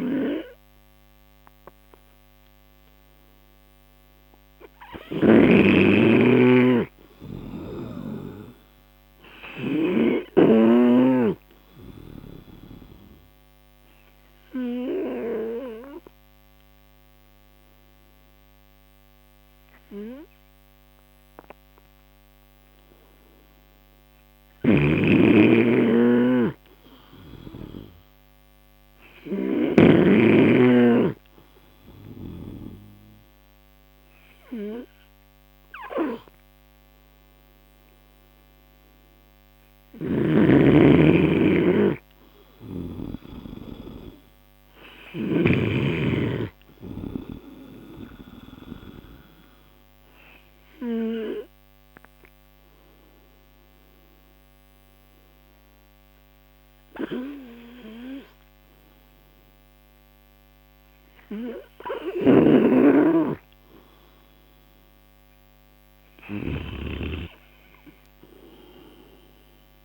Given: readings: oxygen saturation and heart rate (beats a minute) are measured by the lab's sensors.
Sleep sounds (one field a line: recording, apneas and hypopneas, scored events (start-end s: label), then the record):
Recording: breathing in sleep by a microphone on the trachea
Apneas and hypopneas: 1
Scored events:
0.00-22.00 s: oxygen desaturation (device-marked, oxygen 83% lowest)
25.00-30.50 s: snoring (device-marked)
37.00-46.00 s: oxygen desaturation (device-marked, oxygen 93% before, 85% lowest)
40.50-46.50 s: snoring (device-marked)
50.50-65.50 s: obstructive apnea (oxygen 94% before, 90% lowest)
68.00-69.85 s: oxygen desaturation (device-marked, oxygen 94% before, 90% lowest)
From the record:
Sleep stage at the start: N3 (deep sleep)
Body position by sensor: on the right side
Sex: male